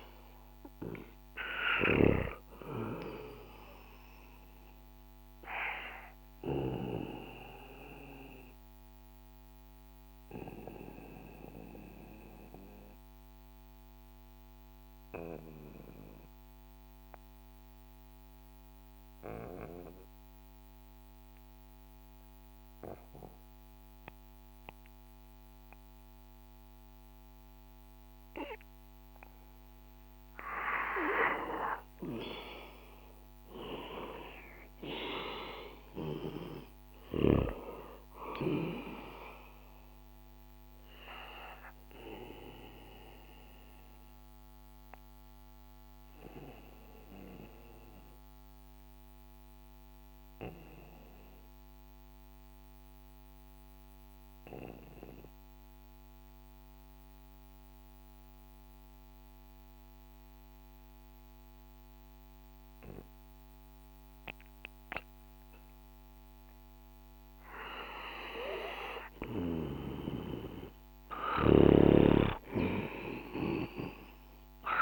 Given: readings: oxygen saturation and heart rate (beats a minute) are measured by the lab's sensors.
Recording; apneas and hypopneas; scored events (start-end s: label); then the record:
breathing in sleep by a microphone on the trachea; 2
0.00-1.50 s: snoring (device-marked)
0.00-20.00 s: oxygen desaturation (device-marked, oxygen 90% lowest, heart rate 61 extreme)
8.00-29.50 s: obstructive apnea (oxygen 98% before, 90% lowest, heart rate 68 before, 61 extreme, up 7 after)
31.50-35.00 s: arousal
37.00-58.00 s: oxygen desaturation (device-marked, oxygen 97% before, 92% lowest, heart rate 66 before, 62 extreme)
43.00-65.00 s: mixed apnea (oxygen 98% before, 91% lowest, heart rate 67 before, 62 extreme, up 2 after)
67.50-71.50 s: arousal
72.00-74.82 s: oxygen desaturation (device-marked, oxygen 97% before, 91% lowest, heart rate 64 before, 61 extreme)
From the record:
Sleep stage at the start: N2 (light sleep); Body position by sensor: on the back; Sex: male